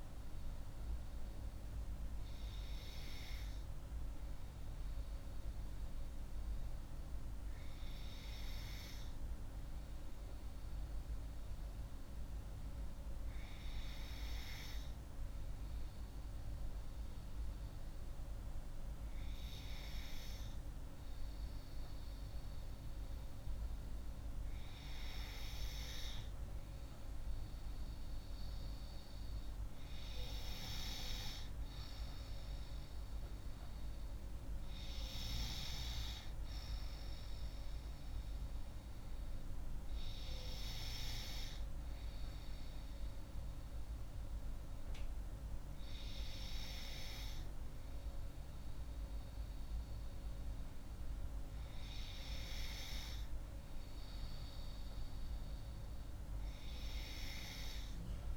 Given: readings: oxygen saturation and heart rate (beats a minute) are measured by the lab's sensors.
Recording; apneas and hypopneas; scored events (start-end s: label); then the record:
breathing in sleep by a room microphone; 1
3.50-24.00 s: hypopnea (oxygen 95% before, 94% lowest)
25.00-28.50 s: arousal
29.00-58.37 s: new sleep stage, N2 (light sleep)
From the record:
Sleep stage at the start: N3 (deep sleep); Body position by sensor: on the left side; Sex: female